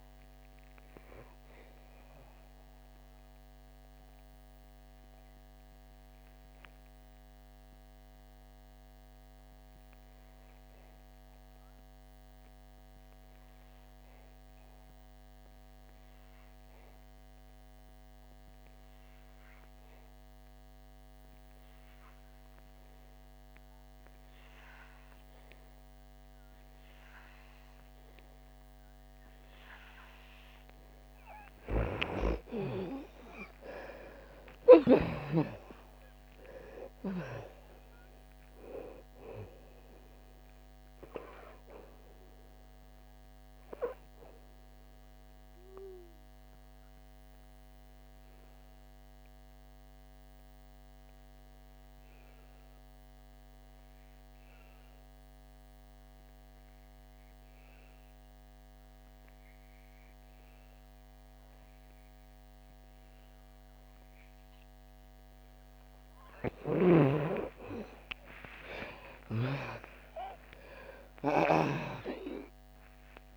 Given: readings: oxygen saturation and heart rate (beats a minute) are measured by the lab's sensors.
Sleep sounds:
breathing in sleep by a microphone on the trachea; 2
0.00-14.00 s: oxygen desaturation (device-marked, oxygen 78% lowest, heart rate 56 extreme)
2.00-30.00 s: obstructive apnea (oxygen 98% before, 78% lowest, heart rate 71 before, 56 extreme, up 8 after)
20.00-60.00 s: oxygen desaturation (device-marked, oxygen 99% before, 78% lowest, heart rate 61 before, 59 extreme)
32.50-36.00 s: arousal
44.00-65.50 s: obstructive apnea (oxygen 99% before, 78% lowest, heart rate 66 before, 59 extreme, up 21 after)
67.00-73.36 s: oxygen desaturation (device-marked, oxygen 98% before, 81% lowest, heart rate 62 before, 60 extreme)
68.00-73.00 s: arousal
From the record:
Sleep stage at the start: N2 (light sleep); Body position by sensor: on the back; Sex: female

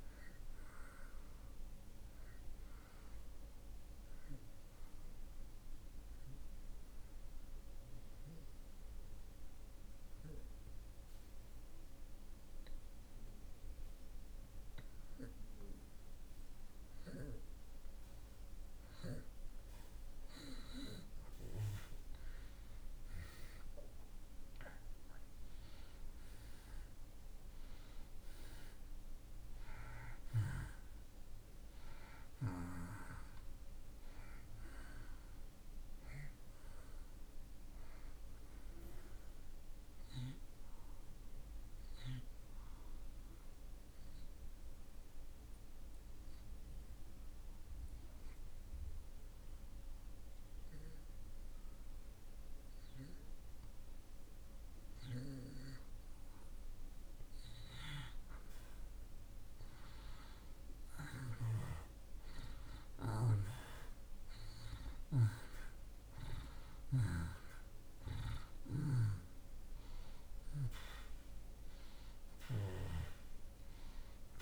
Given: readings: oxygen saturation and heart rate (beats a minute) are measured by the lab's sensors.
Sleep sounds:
breathing in sleep by a room microphone; 2
0.00-10.00 s: oxygen desaturation (device-marked, oxygen 84% lowest)
3.50-15.50 s: obstructive apnea (oxygen 93% before, 83% lowest)
18.50-23.50 s: arousal
26.00-50.00 s: oxygen desaturation (device-marked, oxygen 94% before, 83% lowest)
41.50-55.50 s: obstructive apnea (oxygen 94% before, 82% lowest)
58.00-62.50 s: arousal
62.00-74.42 s: oxygen desaturation (device-marked, oxygen 94% before, 82% lowest)
From the record:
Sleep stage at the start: N2 (light sleep); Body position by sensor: on the back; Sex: male

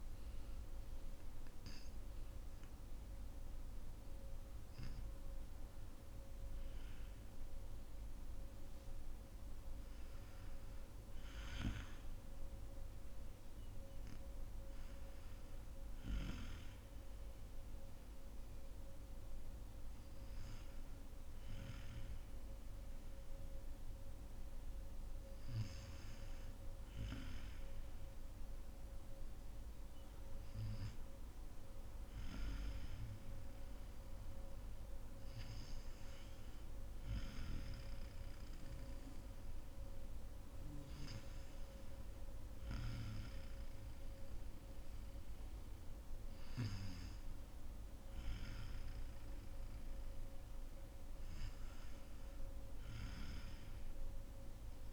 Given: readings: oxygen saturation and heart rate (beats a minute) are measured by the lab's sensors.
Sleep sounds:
breathing in sleep by a room microphone; none
none scored
From the record:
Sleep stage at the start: N2 (light sleep); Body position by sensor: on the back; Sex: female

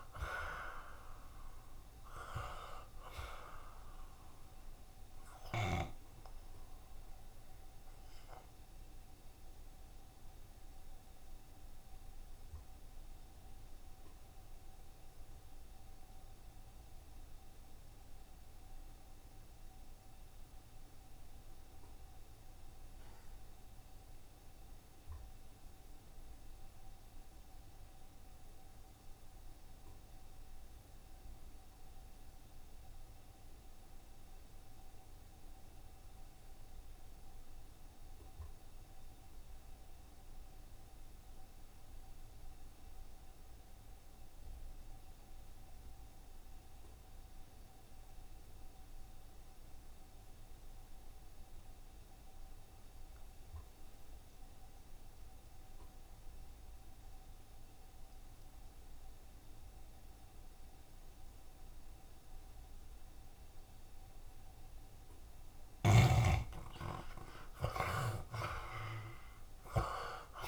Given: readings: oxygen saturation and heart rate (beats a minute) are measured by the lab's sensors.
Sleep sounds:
breathing in sleep by a room microphone; 1
0.00-23.00 s: oxygen desaturation (device-marked, oxygen 70% lowest, heart rate 67 extreme)
5.50-7.50 s: long interval between heartbeats (device-marked, heart rate 80 before, 85 extreme)
6.50-65.50 s: obstructive apnea (oxygen 77% before, 67% lowest, heart rate 80 before, 67 extreme, up 4 after)
25.00-70.48 s: oxygen desaturation (device-marked, oxygen 92% before, 67% lowest, heart rate 73 before, 67 extreme)
54.50-56.50 s: long interval between heartbeats (device-marked, heart rate 71 before, 89 extreme)
67.50-70.48 s: arousal
From the record:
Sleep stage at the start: N2 (light sleep); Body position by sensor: on the back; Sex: male

